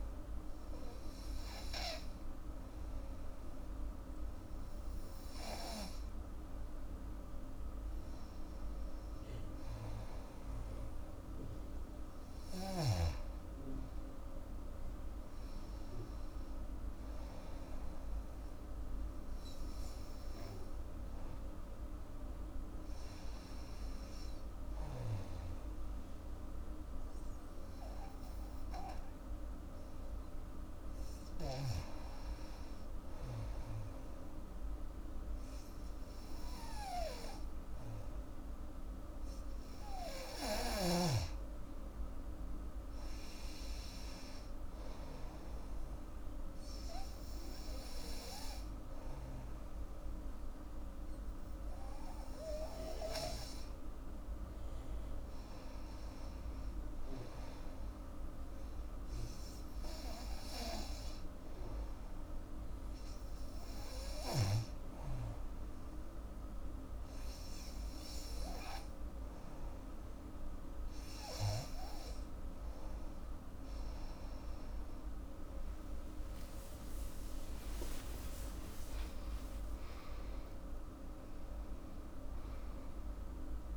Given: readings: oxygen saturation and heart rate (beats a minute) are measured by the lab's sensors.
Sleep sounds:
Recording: breathing in sleep by a room microphone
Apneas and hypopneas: 1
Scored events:
0.00-11.00 s: oxygen desaturation (device-marked, oxygen 92% lowest, heart rate 80 extreme)
52.00-55.50 s: arousal
61.00-73.50 s: hypopnea (oxygen 95% before, 93% lowest, heart rate 85 before, 80 extreme, up 7 after)
76.00-81.00 s: arousal
From the record:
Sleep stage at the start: N2 (light sleep)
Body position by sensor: on the back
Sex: female

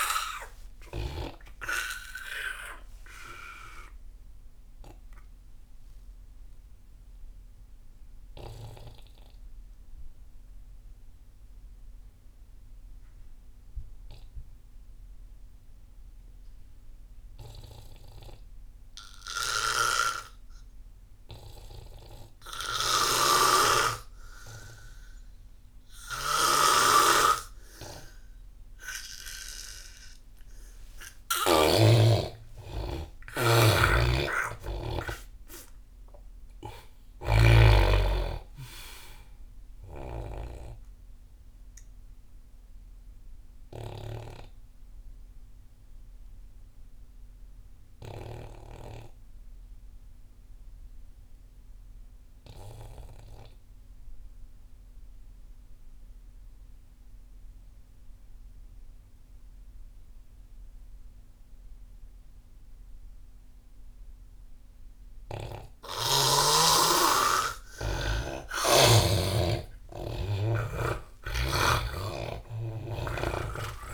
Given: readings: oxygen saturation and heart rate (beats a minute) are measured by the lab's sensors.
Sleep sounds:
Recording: breathing in sleep by a room microphone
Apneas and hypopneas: 2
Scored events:
0.00-16.00 s: oxygen desaturation (device-marked, oxygen 83% lowest)
3.00-31.00 s: obstructive apnea (oxygen 99% before, 79% lowest)
23.50-32.00 s: snoring (device-marked)
28.00-54.00 s: oxygen desaturation (device-marked, oxygen 98% before, 86% lowest)
32.50-38.00 s: arousal
34.00-38.00 s: snoring (device-marked)
42.00-67.00 s: obstructive apnea (oxygen 98% before, 79% lowest)
65.00-73.94 s: oxygen desaturation (device-marked, oxygen 98% before, 79% lowest)
68.00-73.94 s: arousal
From the record:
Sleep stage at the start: N2 (light sleep)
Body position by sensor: on the back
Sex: male

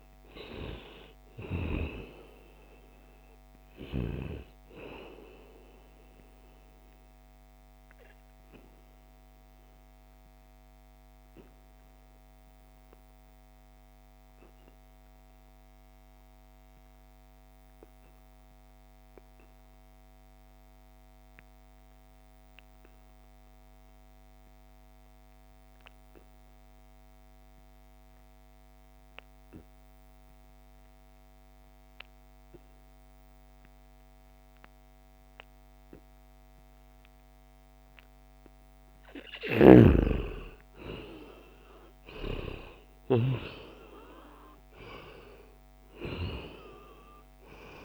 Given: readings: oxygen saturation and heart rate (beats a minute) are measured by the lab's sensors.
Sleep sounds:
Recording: breathing in sleep by a microphone on the trachea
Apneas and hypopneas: 1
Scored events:
0.00-1.50 s: snoring (device-marked)
0.00-15.00 s: oxygen desaturation (device-marked, oxygen 87% lowest, heart rate 63 extreme)
7.50-38.50 s: obstructive apnea (oxygen 96% before, 87% lowest, heart rate 72 before, 67 extreme, up 9 after)
34.00-47.85 s: oxygen desaturation (device-marked, oxygen 97% before, 88% lowest, heart rate 70 before, 66 extreme)
39.00-43.00 s: snoring (device-marked)
39.50-42.50 s: arousal
From the record:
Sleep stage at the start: N2 (light sleep)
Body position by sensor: on the back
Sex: male

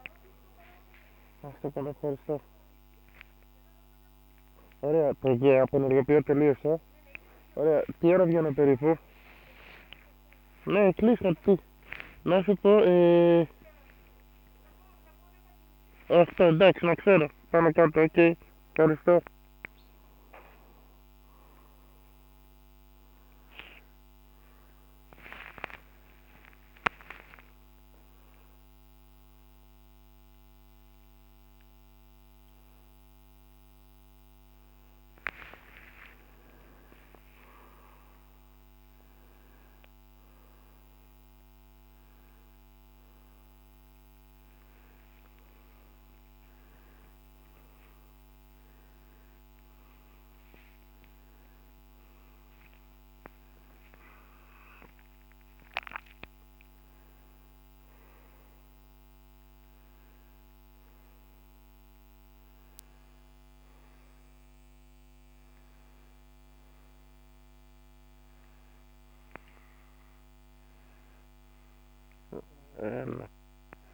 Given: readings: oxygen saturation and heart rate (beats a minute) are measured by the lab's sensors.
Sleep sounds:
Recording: a person awake in a sleep study, by a microphone on the trachea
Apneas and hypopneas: none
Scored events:
2.00-11.50 s: snoring (device-marked)
13.50-17.00 s: snoring (device-marked)
From the record:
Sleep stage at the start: awake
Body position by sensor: on the back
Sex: male

